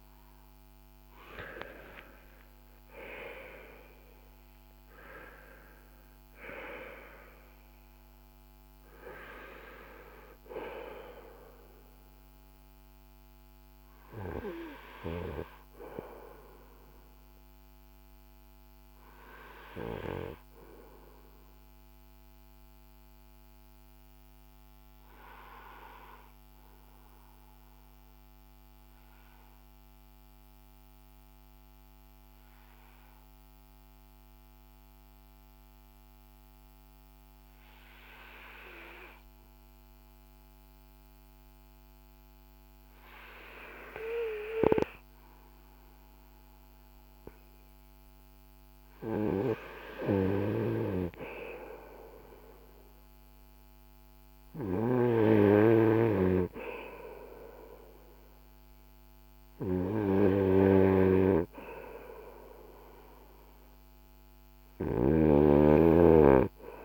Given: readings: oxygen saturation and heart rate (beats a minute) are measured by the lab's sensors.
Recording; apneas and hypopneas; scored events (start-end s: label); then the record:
breathing in sleep by a microphone on the trachea; 1
19.50-48.00 s: obstructive apnea (oxygen 97% before, 92% lowest, heart rate 58 before, 50 extreme, up 5 after)
23.50-39.50 s: oxygen desaturation (device-marked, oxygen 95% before, 92% lowest, heart rate 57 before, 50 extreme)
50.00-54.00 s: arousal
63.50-66.85 s: snoring (device-marked)
From the record:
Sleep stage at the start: N2 (light sleep); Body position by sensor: on the right side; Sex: male